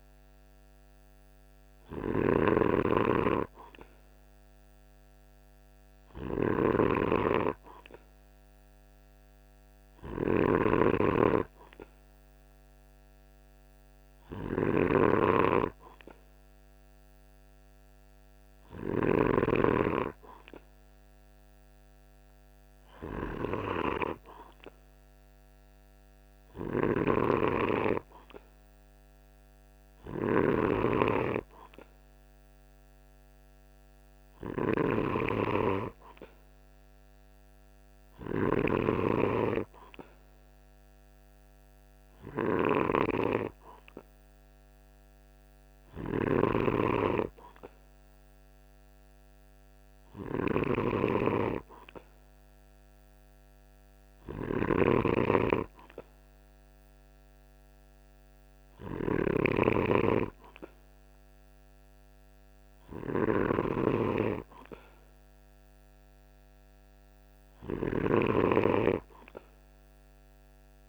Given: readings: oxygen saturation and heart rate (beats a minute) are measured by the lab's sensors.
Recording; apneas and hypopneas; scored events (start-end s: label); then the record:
breathing in sleep by a microphone on the trachea; none
0.00-70.88 s: snoring (device-marked)
From the record:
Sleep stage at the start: N2 (light sleep); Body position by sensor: on the right side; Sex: male